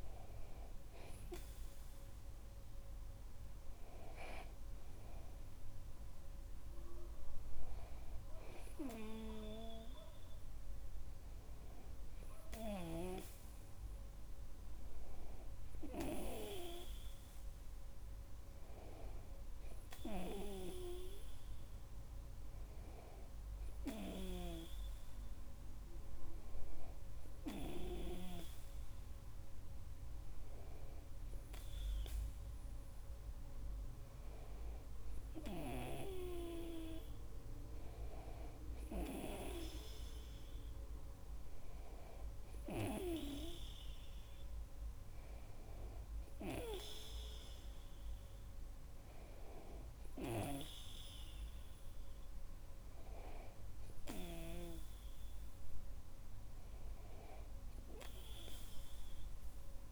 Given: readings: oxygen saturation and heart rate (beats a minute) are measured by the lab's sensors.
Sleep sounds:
breathing in sleep by a room microphone; none
none scored
From the record:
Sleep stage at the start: N2 (light sleep); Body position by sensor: on the back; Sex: male

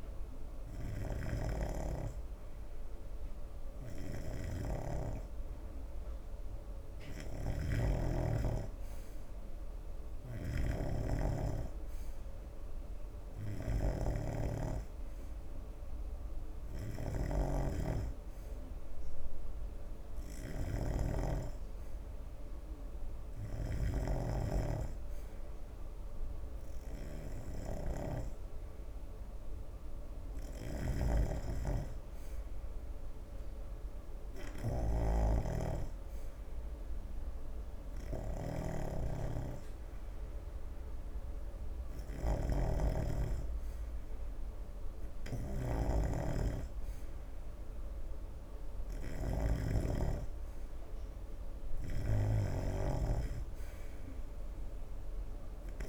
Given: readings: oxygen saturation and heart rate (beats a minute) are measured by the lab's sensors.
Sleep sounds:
breathing in sleep by a room microphone; none
0.00-55.89 s: snoring (device-marked)
From the record:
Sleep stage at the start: N2 (light sleep); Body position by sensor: on the right side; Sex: male

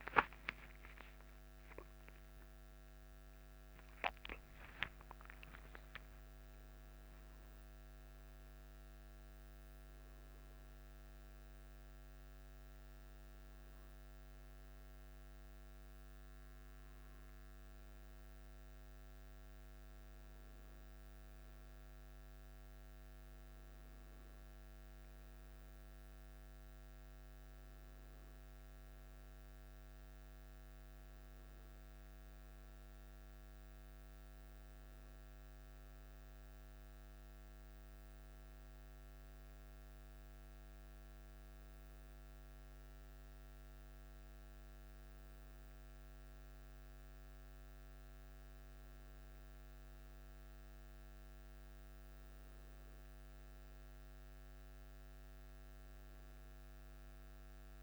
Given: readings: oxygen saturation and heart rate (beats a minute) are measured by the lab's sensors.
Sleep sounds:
breathing in sleep, hard to hear, by a microphone on the trachea; none
none scored
From the record:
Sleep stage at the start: N1 (lightest sleep); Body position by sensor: on the back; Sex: male

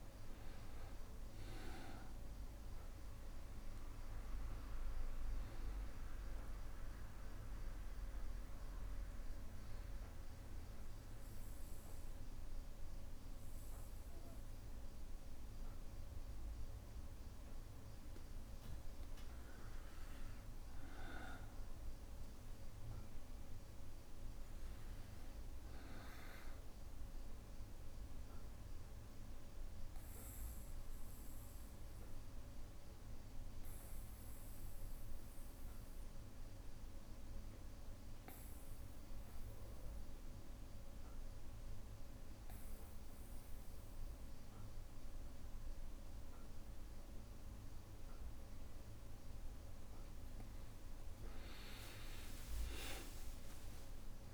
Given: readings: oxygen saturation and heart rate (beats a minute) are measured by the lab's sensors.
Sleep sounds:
breathing in sleep, hard to hear, by a room microphone; 2
0.00-3.00 s: arousal
7.50-19.50 s: obstructive apnea (oxygen 98% before, 91% lowest, heart rate 62 before, 59 extreme, up 4 after)
21.00-24.50 s: arousal
27.00-50.00 s: obstructive apnea (oxygen 98% before, 91% lowest, heart rate 61 before, 60 extreme, up 5 after)
51.00-54.34 s: oxygen desaturation (device-marked, oxygen 98% before, 91% lowest, heart rate 61 before, 59 extreme)
52.50-54.34 s: arousal
From the record:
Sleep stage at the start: N2 (light sleep); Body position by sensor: on the back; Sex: male

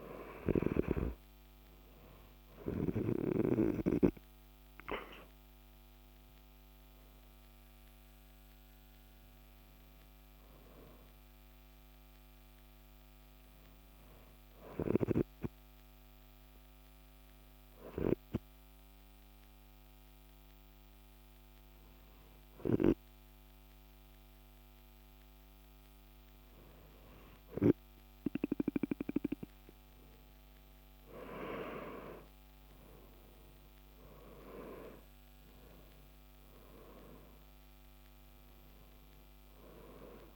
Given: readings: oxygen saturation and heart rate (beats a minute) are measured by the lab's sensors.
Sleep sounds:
breathing in sleep by a microphone on the trachea; 1
14.50-28.00 s: hypopnea (oxygen 96% before, 94% lowest, heart rate 57 before, 53 extreme, up 10 after)
30.50-36.50 s: arousal
From the record:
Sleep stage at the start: N2 (light sleep); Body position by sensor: on the back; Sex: male

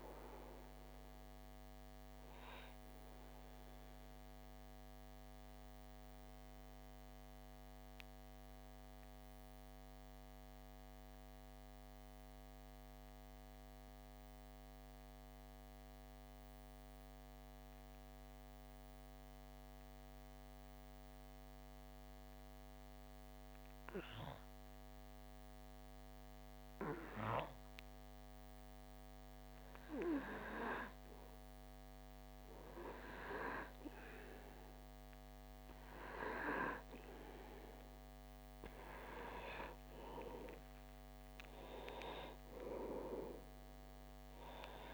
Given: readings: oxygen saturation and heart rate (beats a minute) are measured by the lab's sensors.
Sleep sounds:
breathing in sleep by a microphone on the trachea; 1
0.00-9.00 s: oxygen desaturation (device-marked, oxygen 93% lowest)
2.50-29.00 s: obstructive apnea (oxygen 98% before, 92% lowest)
31.00-34.50 s: arousal
32.00-44.94 s: oxygen desaturation (device-marked, oxygen 97% before, 92% lowest)
From the record:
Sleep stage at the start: N2 (light sleep); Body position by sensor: on the back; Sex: male

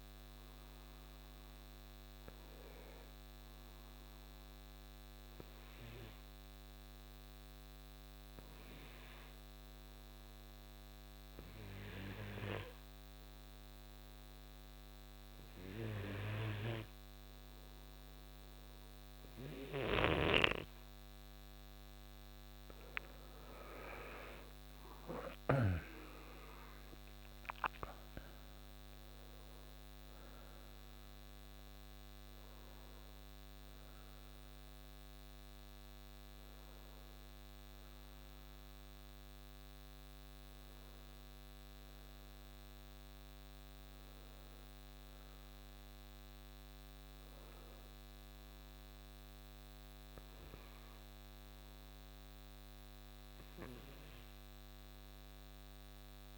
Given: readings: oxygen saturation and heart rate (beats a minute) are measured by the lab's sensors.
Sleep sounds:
breathing in sleep by a microphone on the trachea; 1
9.00-16.00 s: oxygen desaturation (device-marked, oxygen 92% before, 89% lowest, heart rate 69 before, 59 extreme)
19.50-25.50 s: snoring (device-marked)
21.50-27.00 s: arousal
33.00-54.00 s: oxygen desaturation (device-marked, oxygen 95% before, 90% lowest, heart rate 70 before, 59 extreme)
33.50-46.00 s: hypopnea (oxygen 95% before, 90% lowest, heart rate 70 before, 59 extreme, up 3 after)
48.50-52.50 s: arousal
From the record:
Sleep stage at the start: N2 (light sleep); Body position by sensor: on the right side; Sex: male

